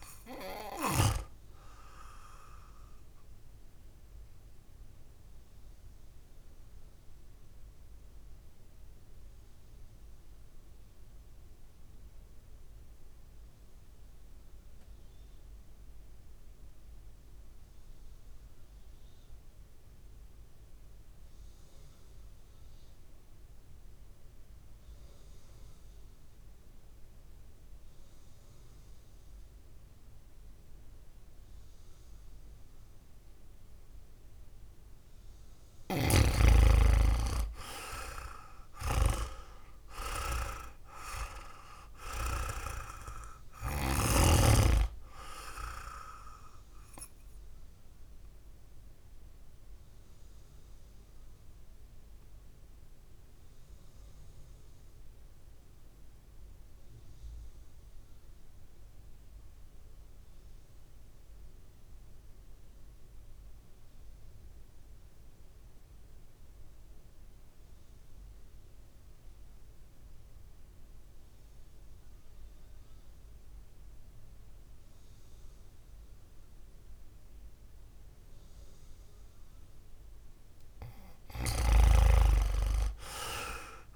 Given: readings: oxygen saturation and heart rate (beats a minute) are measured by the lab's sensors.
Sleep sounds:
breathing in sleep by a room microphone; 2
0.00-16.00 s: oxygen desaturation (device-marked, oxygen 87% lowest, heart rate 53 extreme)
5.00-34.50 s: obstructive apnea (oxygen 99% before, 87% lowest, heart rate 61 before, 53 extreme, up 5 after)
33.00-63.00 s: oxygen desaturation (device-marked, oxygen 99% before, 87% lowest, heart rate 58 before, 54 extreme)
37.50-41.50 s: arousal
48.50-79.00 s: obstructive apnea (oxygen 99% before, 86% lowest, heart rate 61 before, 53 extreme, up 24 after)
78.00-83.96 s: oxygen desaturation (device-marked, oxygen 99% before, 86% lowest, heart rate 58 before, 51 extreme)
From the record:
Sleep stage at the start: N2 (light sleep); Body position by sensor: on the back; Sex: male

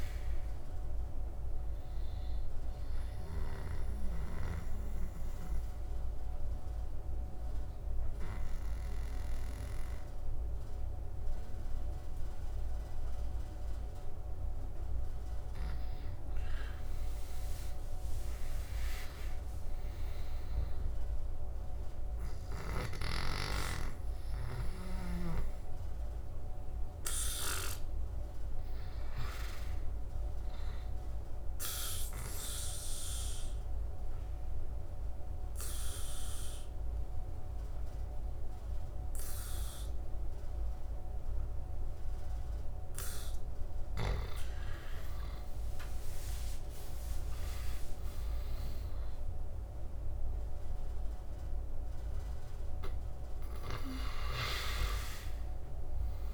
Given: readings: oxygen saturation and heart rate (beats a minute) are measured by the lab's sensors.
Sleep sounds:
breathing in sleep by a room microphone; 2
3.50-14.50 s: obstructive apnea (oxygen 99% before, 91% lowest, heart rate 103 before, 67 extreme, up 17 after)
12.50-40.50 s: oxygen desaturation (device-marked, oxygen 100% before, 93% lowest, heart rate 82 before, 70 extreme)
31.50-43.50 s: obstructive apnea (oxygen 100% before, 88% lowest, heart rate 78 before, 69 extreme, up 18 after)
44.50-48.00 s: arousal
47.50-56.34 s: oxygen desaturation (device-marked, oxygen 98% before, 91% lowest, heart rate 76 before, 69 extreme)
From the record:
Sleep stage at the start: N2 (light sleep); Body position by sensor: on the back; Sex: male

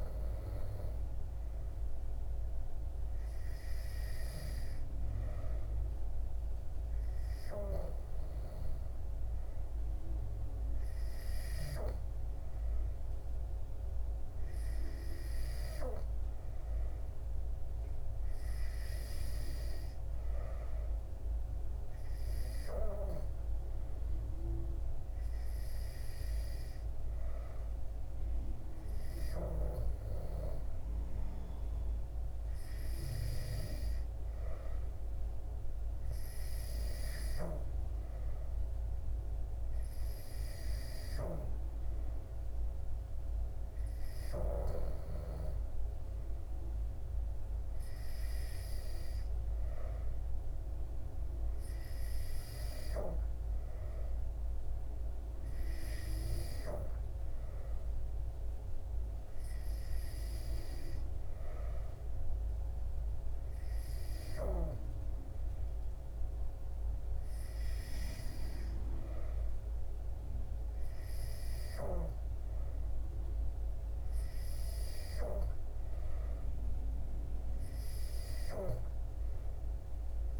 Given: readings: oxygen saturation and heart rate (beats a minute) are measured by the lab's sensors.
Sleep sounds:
breathing in sleep by a room microphone; none
none scored
From the record:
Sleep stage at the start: N2 (light sleep); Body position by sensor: on the back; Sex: male

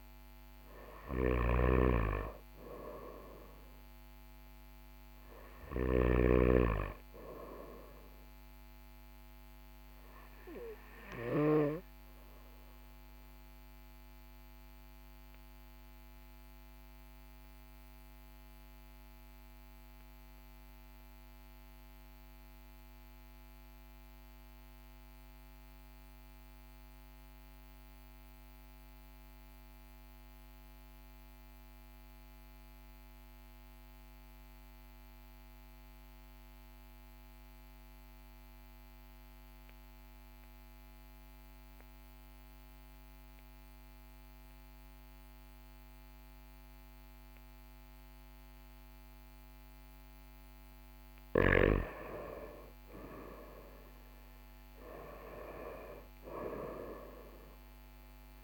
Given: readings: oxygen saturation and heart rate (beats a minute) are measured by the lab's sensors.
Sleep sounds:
breathing in sleep by a microphone on the trachea; 1
0.00-17.50 s: oxygen desaturation (device-marked, oxygen 94% lowest, heart rate 37 extreme)
0.50-5.50 s: snoring (device-marked)
14.00-49.50 s: obstructive apnea (oxygen 98% before, 93% lowest, heart rate 41 before, 37 extreme, up 2 after)
51.50-58.44 s: oxygen desaturation (device-marked, oxygen 98% before, 95% lowest, heart rate 40 before, 40 extreme)
52.00-57.50 s: arousal
From the record:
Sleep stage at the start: N2 (light sleep); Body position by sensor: on the back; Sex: male

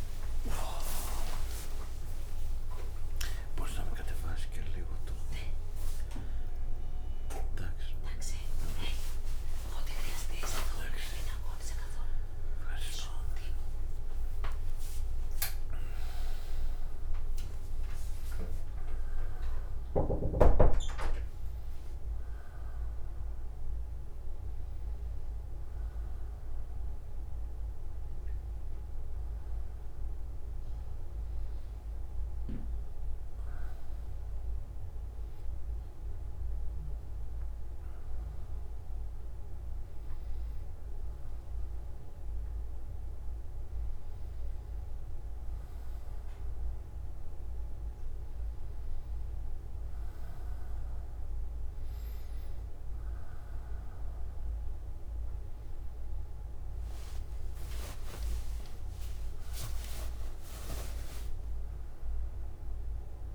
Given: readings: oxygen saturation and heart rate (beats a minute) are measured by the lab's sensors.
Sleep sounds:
breathing in sleep by a room microphone; none
none scored
From the record:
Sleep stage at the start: N3 (deep sleep); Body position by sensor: on the back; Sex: male

